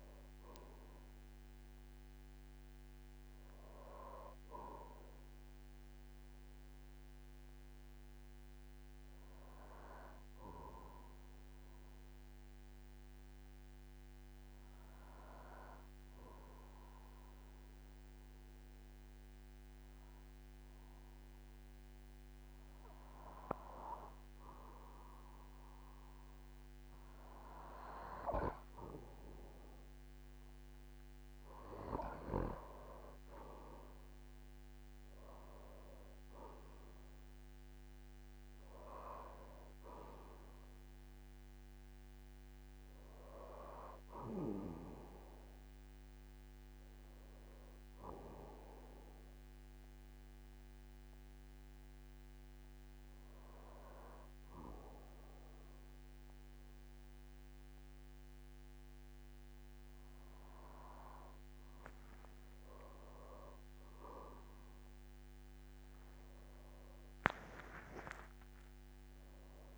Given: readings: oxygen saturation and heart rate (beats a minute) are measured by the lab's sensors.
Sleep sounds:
breathing in sleep by a microphone on the trachea; 2
0.00-12.00 s: oxygen desaturation (device-marked, oxygen 94% lowest, heart rate 45 extreme)
11.50-25.50 s: obstructive apnea (oxygen 98% before, 94% lowest, heart rate 65 before, 46 extreme, up 11 after)
33.00-36.50 s: arousal
33.00-60.00 s: oxygen desaturation (device-marked, oxygen 98% before, 94% lowest, heart rate 48 before, 46 extreme)
49.00-61.50 s: hypopnea (oxygen 98% before, 93% lowest, heart rate 56 before, 46 extreme, up 13 after)
64.00-68.00 s: arousal
From the record:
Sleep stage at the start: N2 (light sleep); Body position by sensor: on the back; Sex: male

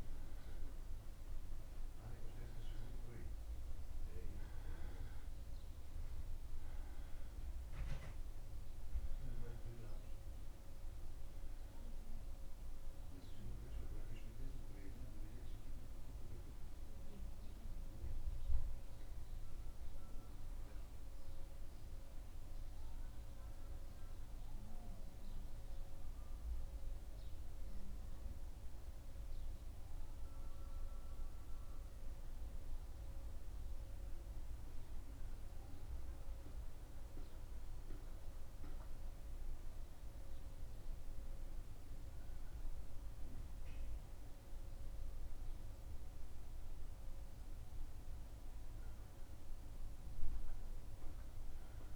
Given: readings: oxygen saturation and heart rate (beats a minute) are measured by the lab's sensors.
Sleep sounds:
breathing in sleep, hard to hear, by a room microphone; 1
22.50-25.50 s: arousal
28.50-41.00 s: obstructive apnea (oxygen 96% before, 93% lowest, heart rate 77 before, 76 extreme, up 1 after)
43.00-47.00 s: arousal
From the record:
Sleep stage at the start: N1 (lightest sleep); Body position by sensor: on the back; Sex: male

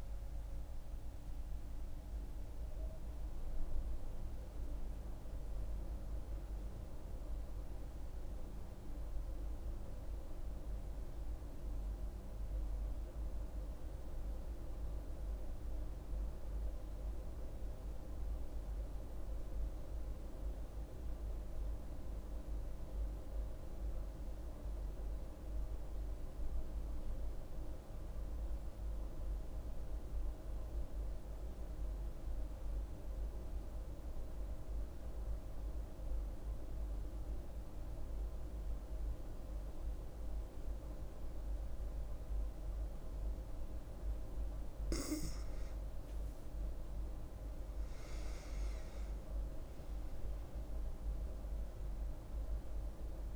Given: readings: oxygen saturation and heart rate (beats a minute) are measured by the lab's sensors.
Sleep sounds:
breathing in sleep, hard to hear, by a room microphone; 1
0.00-16.00 s: oxygen desaturation (device-marked, oxygen 92% lowest, heart rate 65 extreme)
14.50-44.00 s: mixed apnea (oxygen 97% before, 92% lowest, heart rate 79 before, 65 extreme, up 6 after)
42.00-53.36 s: oxygen desaturation (device-marked, oxygen 98% before, 92% lowest, heart rate 71 before, 67 extreme)
45.50-50.50 s: arousal
From the record:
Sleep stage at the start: N2 (light sleep); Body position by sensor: on the back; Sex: female

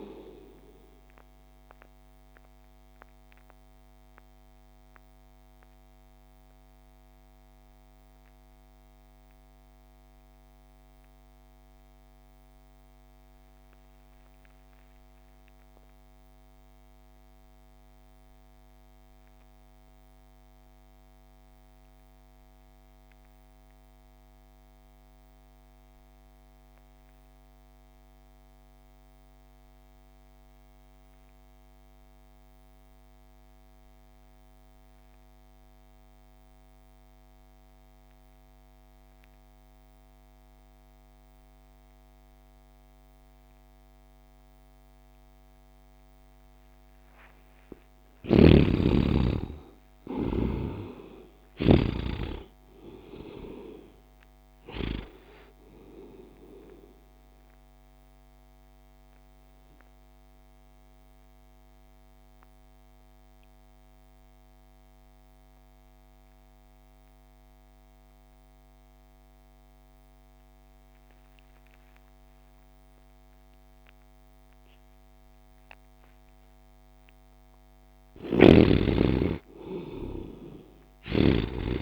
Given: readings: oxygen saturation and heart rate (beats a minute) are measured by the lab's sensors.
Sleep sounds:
breathing in sleep by a microphone on the trachea; 2
0.00-19.50 s: oxygen desaturation (device-marked, oxygen 61% lowest)
1.50-47.50 s: mixed apnea (oxygen 95% before, 61% lowest)
31.50-77.50 s: oxygen desaturation (device-marked, oxygen 98% before, 63% lowest)
48.50-52.00 s: arousal
50.50-55.00 s: snoring (device-marked)
59.00-77.50 s: mixed apnea (oxygen 94% before, 63% lowest)
79.50-81.82 s: arousal
79.50-81.82 s: oxygen desaturation (device-marked, oxygen 99% before, 81% lowest)
From the record:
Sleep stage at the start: REM sleep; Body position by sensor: on the right side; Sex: male

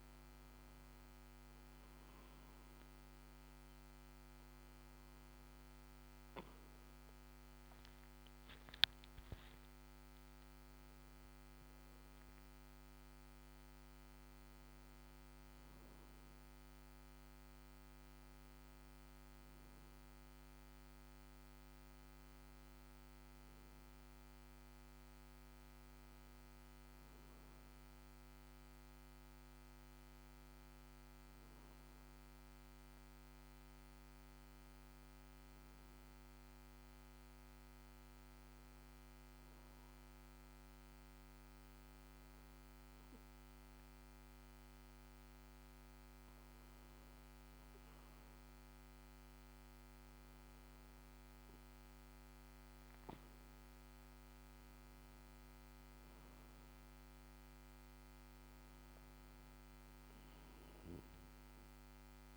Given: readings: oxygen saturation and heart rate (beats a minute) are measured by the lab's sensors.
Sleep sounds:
breathing in sleep, hard to hear, by a microphone on the trachea; none
8.50-62.37 s: new sleep stage, N2 (light sleep)
From the record:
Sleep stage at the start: N1 (lightest sleep); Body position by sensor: on the back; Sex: male

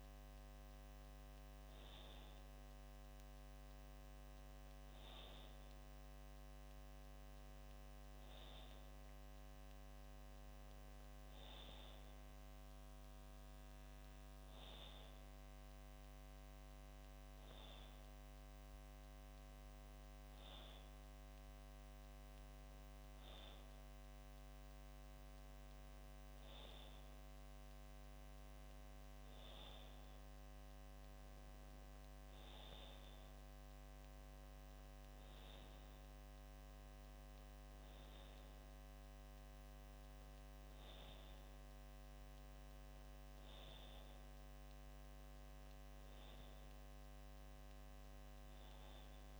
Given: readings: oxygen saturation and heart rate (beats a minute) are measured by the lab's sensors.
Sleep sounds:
breathing in sleep, hard to hear, by a microphone on the trachea; none
none scored
From the record:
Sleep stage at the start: N2 (light sleep); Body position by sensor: on the back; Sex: male

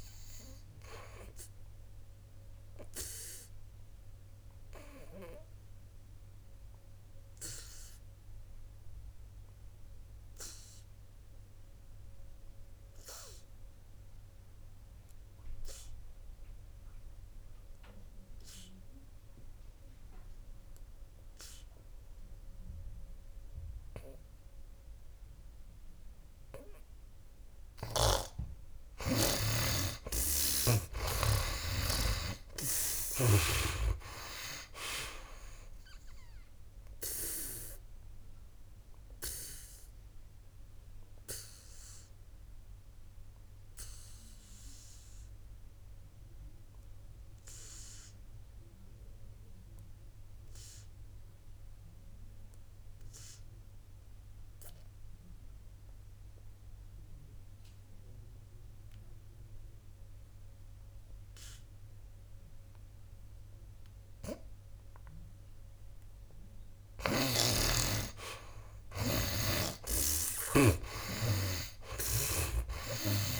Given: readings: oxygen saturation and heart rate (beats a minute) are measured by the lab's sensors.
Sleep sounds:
breathing in sleep by a room microphone; 2
0.00-27.50 s: oxygen desaturation (device-marked, oxygen 74% lowest, heart rate 60 extreme)
3.00-28.00 s: obstructive apnea (oxygen 96% before, 74% lowest, heart rate 67 before, 60 extreme, up 13 after)
31.50-34.50 s: arousal
36.50-66.00 s: obstructive apnea (oxygen 96% before, 72% lowest, heart rate 63 before, 62 extreme, up 8 after)
53.50-62.50 s: oxygen desaturation (device-marked, oxygen 93% before, 80% lowest, heart rate 70 before, 62 extreme)
67.50-73.40 s: oxygen desaturation (device-marked, oxygen 95% before, 72% lowest, heart rate 63 before, 58 extreme)
68.50-71.00 s: arousal
From the record:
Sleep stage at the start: N2 (light sleep); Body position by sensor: on the back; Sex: male

